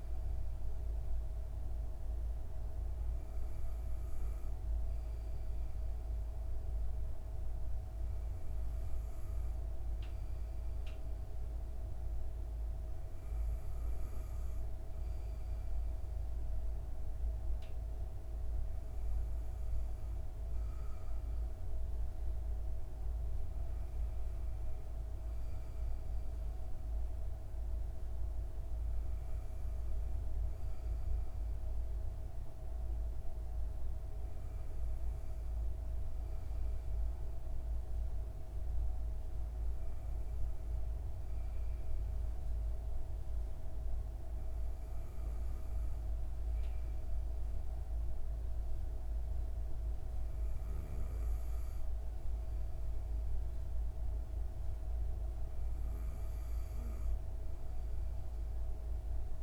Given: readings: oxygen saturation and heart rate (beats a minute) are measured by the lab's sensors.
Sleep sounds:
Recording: breathing in sleep, hard to hear, by a room microphone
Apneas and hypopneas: none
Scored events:
none scored
From the record:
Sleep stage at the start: N2 (light sleep)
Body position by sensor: on the back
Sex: female

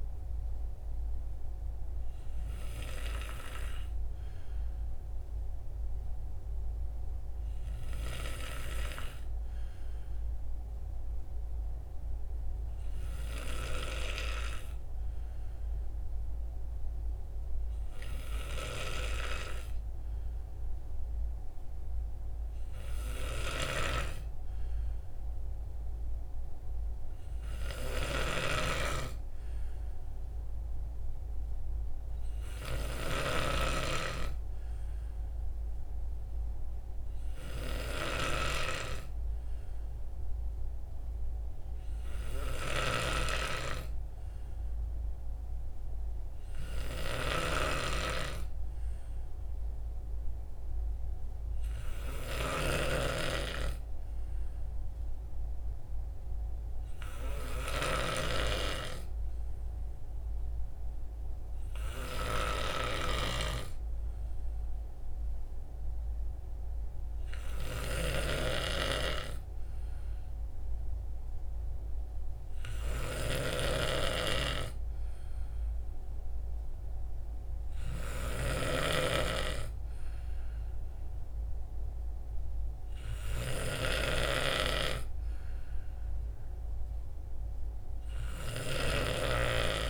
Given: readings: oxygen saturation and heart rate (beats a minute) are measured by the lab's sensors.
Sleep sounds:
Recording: breathing in sleep by a room microphone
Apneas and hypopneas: none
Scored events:
none scored
From the record:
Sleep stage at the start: N2 (light sleep)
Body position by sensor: on the right side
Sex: male

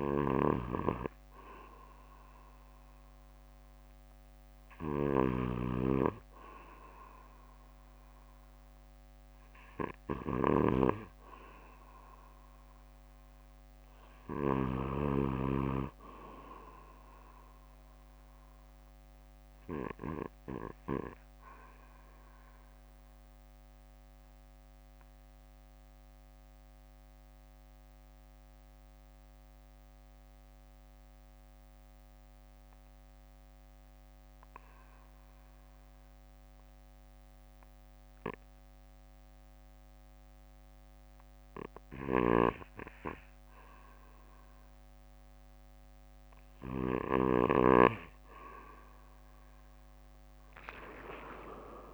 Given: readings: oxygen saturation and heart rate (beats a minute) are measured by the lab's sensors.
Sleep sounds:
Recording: breathing in sleep by a microphone on the trachea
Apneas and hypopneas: 1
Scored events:
2.00-4.00 s: bradycardia (device-marked, heart rate 63 before, 59 extreme)
5.00-7.00 s: bradycardia (device-marked, heart rate 63 before, 59 extreme)
9.00-12.50 s: arousal
9.00-22.00 s: bradycardia (device-marked, heart rate 63 before, 58 extreme)
21.50-41.50 s: obstructive apnea (oxygen 96% before, 89% lowest, heart rate 60 before, 52 extreme, up 4 after)
24.00-50.00 s: bradycardia (device-marked, heart rate 62 before, 52 extreme)
From the record:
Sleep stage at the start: N2 (light sleep)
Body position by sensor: on the back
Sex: male

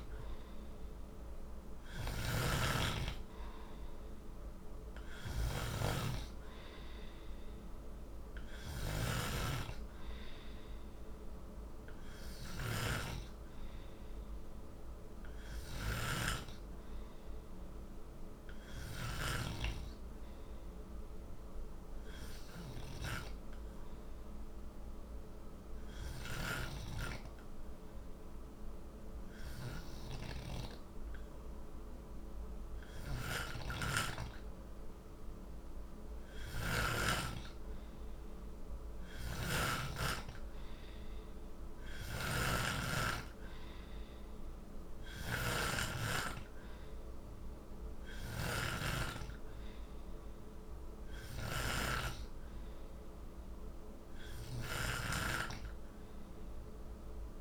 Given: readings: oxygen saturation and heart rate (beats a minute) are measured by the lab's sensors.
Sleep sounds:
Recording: breathing in sleep by a room microphone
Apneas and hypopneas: none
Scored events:
0.00-19.00 s: snoring (device-marked)
33.00-39.50 s: snoring (device-marked)
41.50-57.41 s: snoring (device-marked)
From the record:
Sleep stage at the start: N2 (light sleep)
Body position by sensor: on the back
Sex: male

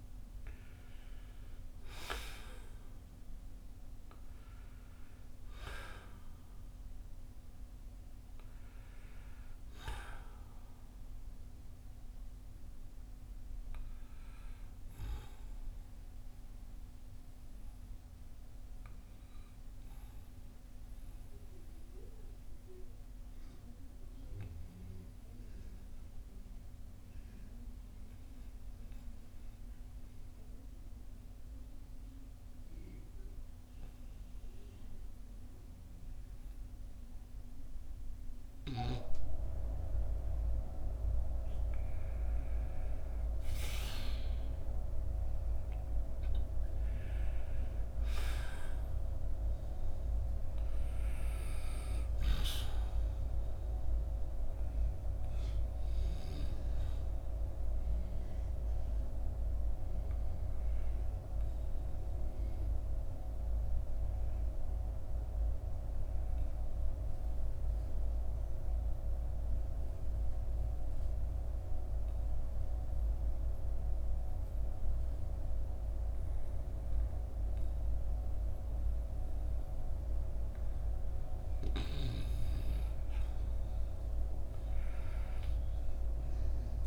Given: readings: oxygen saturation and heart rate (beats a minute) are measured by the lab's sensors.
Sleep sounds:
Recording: breathing in sleep by a room microphone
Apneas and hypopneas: 2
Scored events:
0.00-2.00 s: arousal
2.00-29.00 s: oxygen desaturation (device-marked, oxygen 95% before, 89% lowest, heart rate 56 before, 42 extreme)
11.00-41.50 s: obstructive apnea (oxygen 96% before, 89% lowest, heart rate 59 before, 42 extreme, up 10 after)
44.00-48.00 s: arousal
56.50-80.50 s: obstructive apnea (oxygen 96% before, 88% lowest, heart rate 61 before, 49 extreme, up 9 after)
57.00-78.00 s: oxygen desaturation (device-marked, oxygen 95% before, 90% lowest, heart rate 61 before, 49 extreme)
83.50-86.87 s: arousal
From the record:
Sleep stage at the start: N2 (light sleep)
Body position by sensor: on the back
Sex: male

